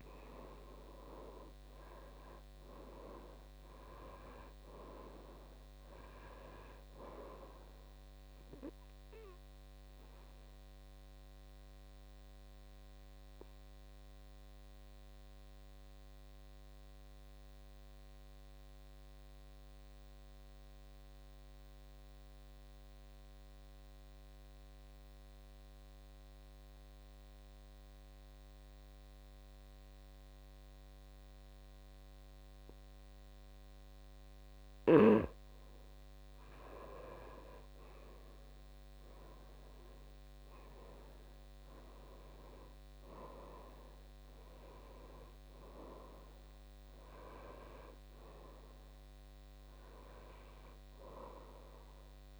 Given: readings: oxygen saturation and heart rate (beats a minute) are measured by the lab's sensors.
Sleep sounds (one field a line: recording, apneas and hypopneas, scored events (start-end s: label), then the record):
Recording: breathing in sleep by a microphone on the trachea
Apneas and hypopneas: 1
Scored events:
0.00-1.00 s: arousal
0.00-24.00 s: oxygen desaturation (device-marked, oxygen 81% lowest, heart rate 54 extreme)
11.00-35.50 s: obstructive apnea (oxygen 98% before, 81% lowest, heart rate 65 before, 54 extreme, up 8 after)
37.50-41.00 s: arousal
39.00-52.40 s: oxygen desaturation (device-marked, oxygen 99% before, 83% lowest, heart rate 60 before, 53 extreme)
From the record:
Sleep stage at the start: N2 (light sleep)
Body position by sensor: on the back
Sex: male